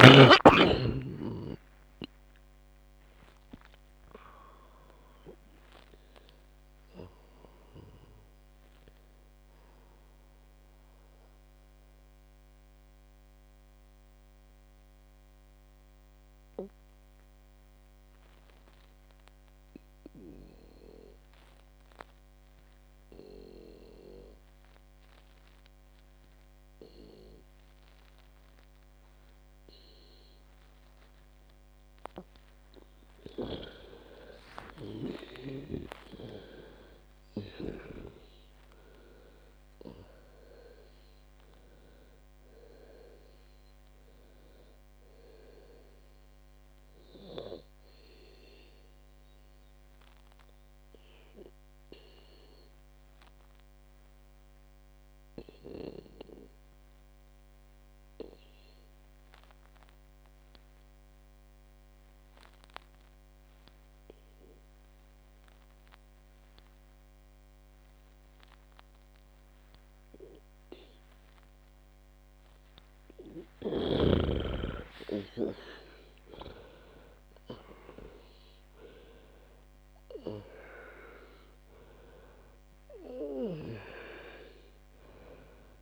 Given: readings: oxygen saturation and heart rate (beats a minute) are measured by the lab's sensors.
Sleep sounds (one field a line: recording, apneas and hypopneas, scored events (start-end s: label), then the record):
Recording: breathing in sleep by a microphone on the trachea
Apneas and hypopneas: 2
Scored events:
0.00-3.50 s: arousal
0.50-23.50 s: oxygen desaturation (device-marked, oxygen 98% before, 93% lowest, heart rate 75 before, 56 extreme)
11.00-33.00 s: mixed apnea (oxygen 99% before, 92% lowest, heart rate 91 before, 56 extreme, up 15 after)
34.50-37.50 s: arousal
35.50-59.50 s: oxygen desaturation (device-marked, oxygen 99% before, 92% lowest, heart rate 61 before, 57 extreme)
48.50-74.50 s: obstructive apnea (oxygen 99% before, 90% lowest, heart rate 67 before, 55 extreme, up 38 after)
75.00-79.00 s: arousal
75.50-85.82 s: oxygen desaturation (device-marked, oxygen 98% before, 90% lowest, heart rate 60 before, 54 extreme)
From the record:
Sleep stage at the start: N2 (light sleep)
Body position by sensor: on the back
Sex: female